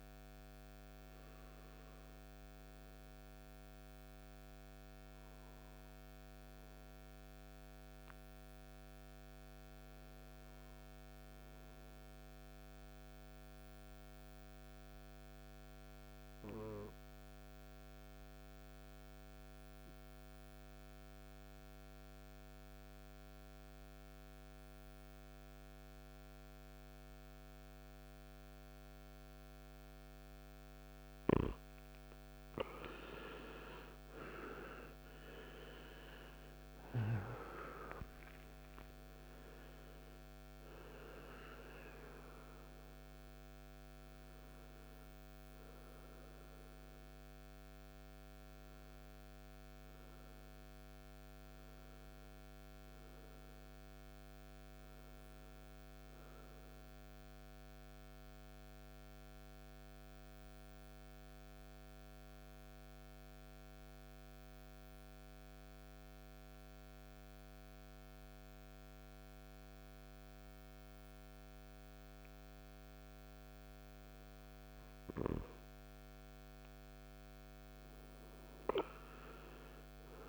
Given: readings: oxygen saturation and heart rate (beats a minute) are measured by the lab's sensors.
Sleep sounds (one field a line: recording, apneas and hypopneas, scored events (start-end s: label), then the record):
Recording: breathing in sleep by a microphone on the trachea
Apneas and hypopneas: 2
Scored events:
15.00-30.50 s: obstructive apnea (oxygen 97% before, 90% lowest, heart rate 61 before, 54 extreme, up 18 after)
33.00-37.00 s: arousal
34.50-57.50 s: oxygen desaturation (device-marked, oxygen 97% before, 90% lowest, heart rate 56 before, 54 extreme)
55.50-72.50 s: mixed apnea (oxygen 97% before, 90% lowest, heart rate 66 before, 54 extreme, up 6 after)
From the record:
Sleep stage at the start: N2 (light sleep)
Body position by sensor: on the right side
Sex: male